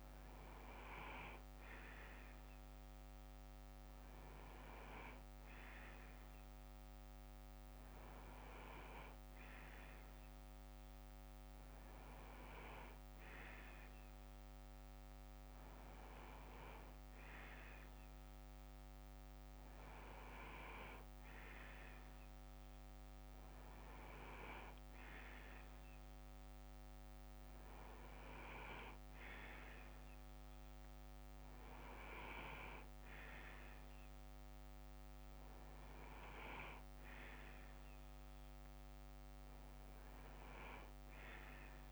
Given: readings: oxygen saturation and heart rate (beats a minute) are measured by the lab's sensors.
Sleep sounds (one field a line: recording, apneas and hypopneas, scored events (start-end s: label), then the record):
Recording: breathing in sleep by a microphone on the trachea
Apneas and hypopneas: none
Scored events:
0.00-7.50 s: bradycardia (device-marked, heart rate 58 extreme)
21.50-23.50 s: bradycardia (device-marked, heart rate 61 before, 58 extreme)
24.50-26.50 s: bradycardia (device-marked, heart rate 61 before, 58 extreme)
35.50-39.50 s: bradycardia (device-marked, heart rate 61 before, 58 extreme)
From the record:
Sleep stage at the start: N2 (light sleep)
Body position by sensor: on the left side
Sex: male